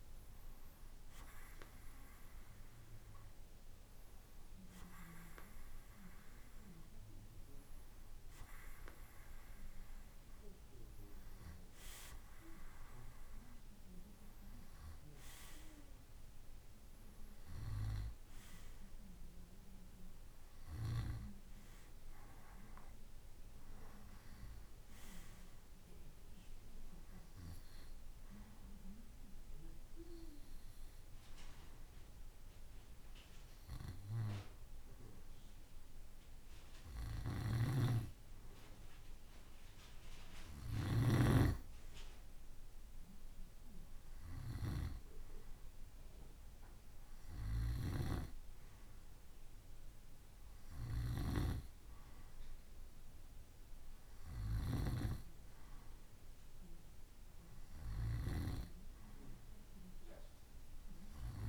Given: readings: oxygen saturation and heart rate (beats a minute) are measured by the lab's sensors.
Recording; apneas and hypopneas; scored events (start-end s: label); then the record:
breathing in sleep by a room microphone; none
36.50-40.00 s: snoring (device-marked)
From the record:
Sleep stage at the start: N2 (light sleep); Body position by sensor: on the right side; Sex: male